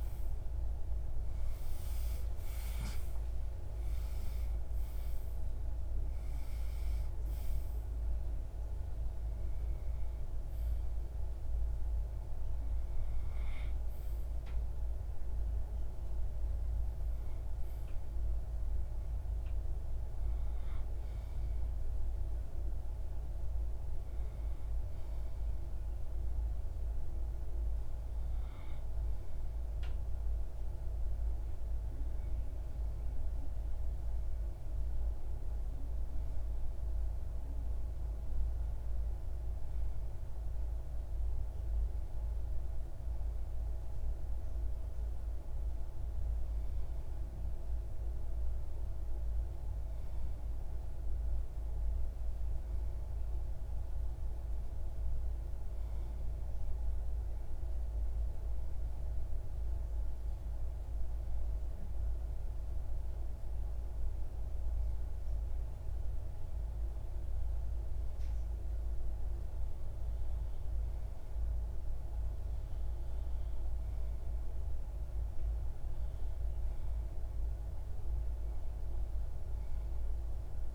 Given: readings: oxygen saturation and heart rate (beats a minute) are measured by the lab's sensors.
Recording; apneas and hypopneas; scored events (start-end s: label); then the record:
breathing in sleep, hard to hear, by a room microphone; none
1.00-5.50 s: arousal
From the record:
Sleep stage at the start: REM sleep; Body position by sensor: on the back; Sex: male